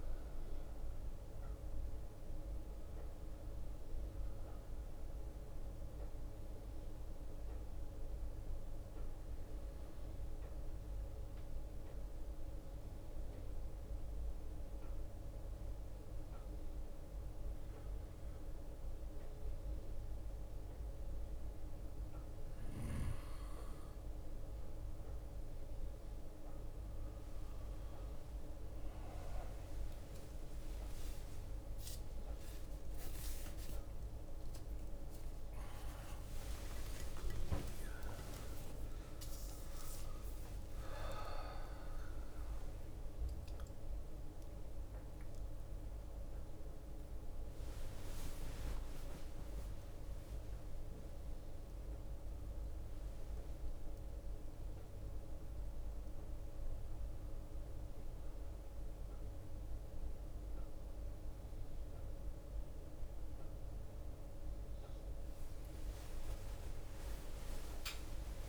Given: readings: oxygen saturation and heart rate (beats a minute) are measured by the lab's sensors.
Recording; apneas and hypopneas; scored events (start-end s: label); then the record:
breathing in sleep, hard to hear, by a room microphone; 2
0.00-3.50 s: drop in pulse transit time (device-marked, heart rate 61 extreme)
3.50-28.50 s: bradycardia (device-marked, heart rate 59 before, 55 extreme)
6.00-23.00 s: mixed apnea (oxygen 95% before, 93% lowest, heart rate 63 before, 55 extreme, up 4 after)
24.50-31.50 s: drop in pulse transit time (device-marked, heart rate 57 before, 55 extreme)
27.50-45.50 s: oxygen desaturation (device-marked, oxygen 96% before, 93% lowest)
31.50-33.50 s: bradycardia (device-marked, heart rate 59 before, 60 extreme)
31.50-33.50 s: long interval between heartbeats (device-marked, heart rate 57 before, 60 extreme)
31.50-38.50 s: arousal
33.50-63.50 s: new sleep stage, N1 (lightest sleep)
36.50-38.50 s: long interval between heartbeats (device-marked, heart rate 58 before, 77 extreme)
38.50-40.50 s: long interval between heartbeats (device-marked, heart rate 61 before, 77 extreme)
40.50-42.50 s: long interval between heartbeats (device-marked, heart rate 63 before, 93 extreme)
46.50-62.00 s: hypopnea (oxygen 96% before, 93% lowest)
46.50-68.49 s: bradycardia (device-marked)
63.50-68.49 s: new sleep stage, awake
65.50-68.49 s: drop in pulse transit time (device-marked)
66.00-68.00 s: long interval between heartbeats (device-marked)
From the record:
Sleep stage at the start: N2 (light sleep); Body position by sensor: on the right side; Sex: male